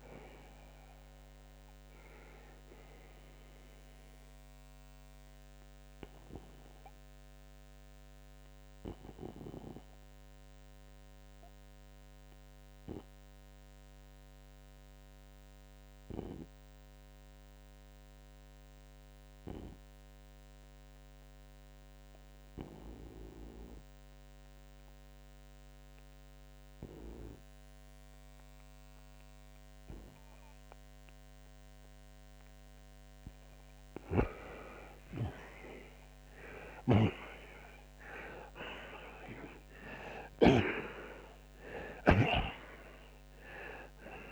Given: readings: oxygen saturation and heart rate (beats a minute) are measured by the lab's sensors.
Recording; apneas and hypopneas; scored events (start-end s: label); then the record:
breathing in sleep by a microphone on the trachea; 1
3.50-33.00 s: obstructive apnea (oxygen 94% before, 84% lowest, heart rate 85 before, 69 extreme, up 36 after)
11.00-31.00 s: oxygen desaturation (device-marked, oxygen 93% before, 86% lowest, heart rate 83 before, 69 extreme)
33.50-40.50 s: snoring (device-marked)
35.00-40.50 s: arousal
From the record:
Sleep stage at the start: N2 (light sleep); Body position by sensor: on the right side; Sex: male